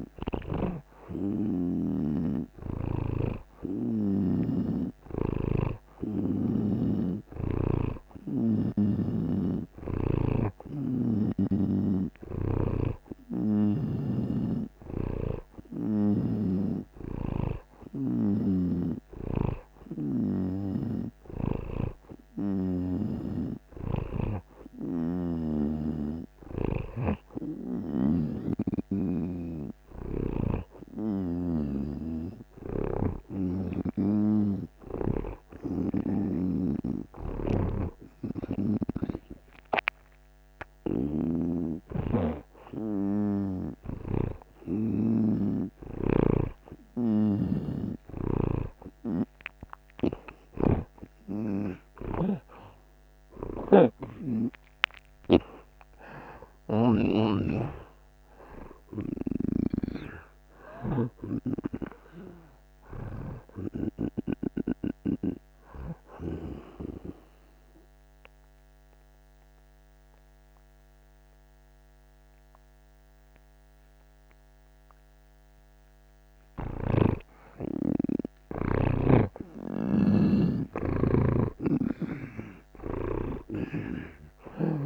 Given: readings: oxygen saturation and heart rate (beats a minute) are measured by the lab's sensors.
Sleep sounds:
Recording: breathing in sleep by a microphone on the trachea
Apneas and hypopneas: 1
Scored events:
12.50-16.50 s: snoring (device-marked)
23.50-27.00 s: snoring (device-marked)
36.50-45.00 s: snoring (device-marked)
47.00-57.00 s: snoring (device-marked)
55.50-60.00 s: arousal
59.00-64.00 s: snoring (device-marked)
66.50-77.00 s: obstructive apnea (oxygen 88% before, 80% lowest)
81.50-84.86 s: snoring (device-marked)
From the record:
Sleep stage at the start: N2 (light sleep)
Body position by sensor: on the right side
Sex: male

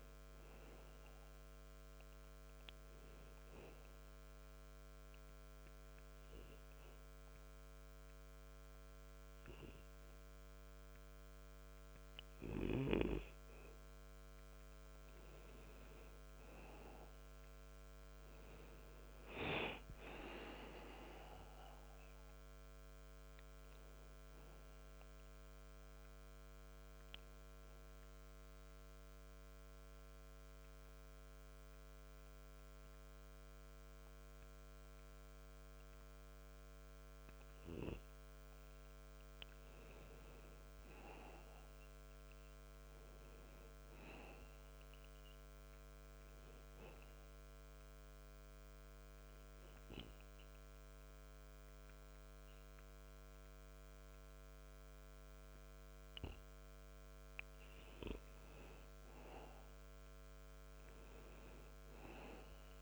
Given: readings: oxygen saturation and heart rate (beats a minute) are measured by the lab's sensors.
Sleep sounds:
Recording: breathing in sleep by a microphone on the trachea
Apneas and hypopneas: 3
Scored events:
2.50-15.00 s: obstructive apnea (oxygen 95% before, 92% lowest, heart rate 89 before, 56 extreme, up 3 after)
19.00-23.50 s: arousal
27.50-38.50 s: obstructive apnea (oxygen 97% before, 92% lowest, heart rate 73 before, 67 extreme, up 22 after)
38.50-42.00 s: arousal
47.50-57.50 s: obstructive apnea (oxygen 97% before, 89% lowest, heart rate 75 before, 59 extreme, up 25 after)
60.00-62.82 s: arousal
From the record:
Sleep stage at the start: N2 (light sleep)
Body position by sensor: on the back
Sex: male

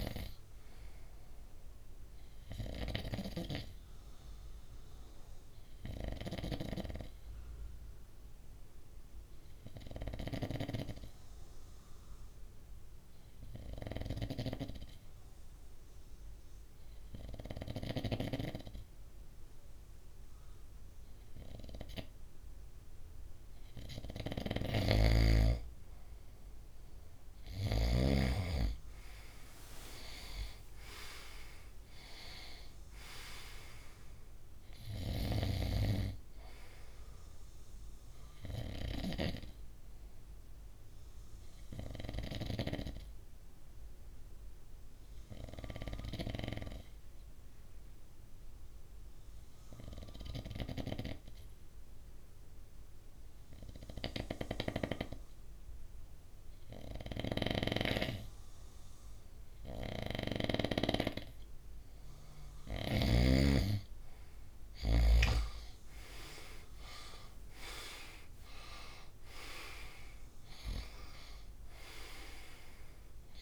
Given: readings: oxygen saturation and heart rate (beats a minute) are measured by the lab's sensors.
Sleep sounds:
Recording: breathing in sleep by a room microphone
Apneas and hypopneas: 2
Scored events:
4.00-24.00 s: obstructive apnea (oxygen 97% before, 92% lowest, heart rate 63 before, 59 extreme, up 5 after)
24.00-27.50 s: snoring (device-marked)
27.00-31.00 s: arousal
40.00-61.00 s: obstructive apnea (oxygen 98% before, 92% lowest, heart rate 63 before, 59 extreme, up 9 after)
62.50-73.42 s: oxygen desaturation (device-marked, oxygen 97% before, 92% lowest, heart rate 61 before, 59 extreme)
64.50-68.50 s: arousal
From the record:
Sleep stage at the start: N2 (light sleep)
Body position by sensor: on the right side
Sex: male

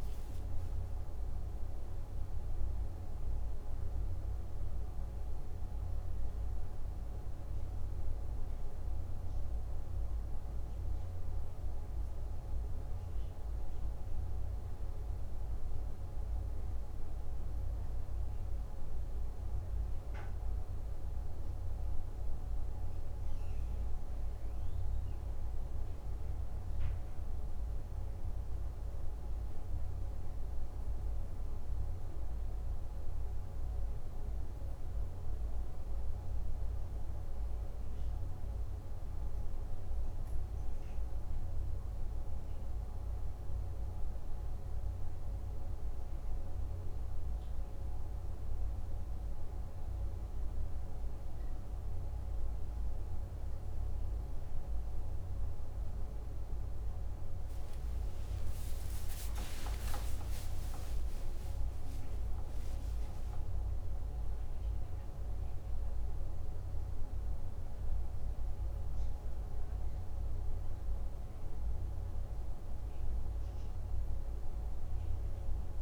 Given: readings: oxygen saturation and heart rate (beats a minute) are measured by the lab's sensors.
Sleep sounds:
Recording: breathing in sleep, hard to hear, by a room microphone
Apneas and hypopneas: none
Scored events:
none scored
From the record:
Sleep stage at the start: N1 (lightest sleep)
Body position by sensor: on the back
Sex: male

